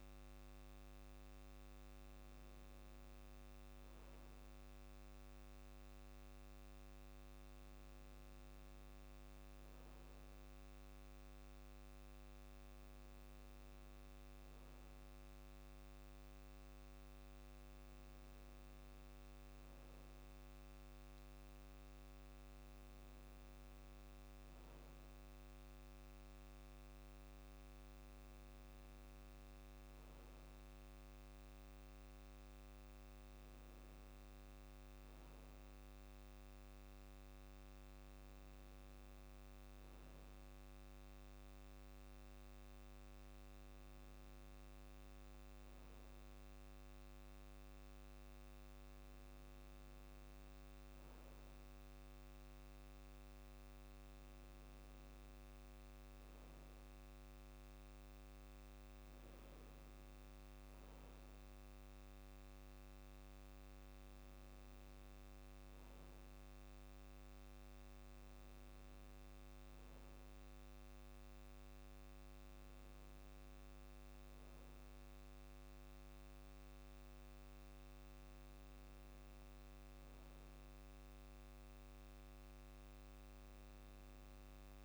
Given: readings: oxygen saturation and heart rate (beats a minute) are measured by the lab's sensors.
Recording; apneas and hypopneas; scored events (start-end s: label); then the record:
breathing in sleep, hard to hear, by a microphone on the trachea; none
none scored
From the record:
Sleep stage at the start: N2 (light sleep); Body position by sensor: on the back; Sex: male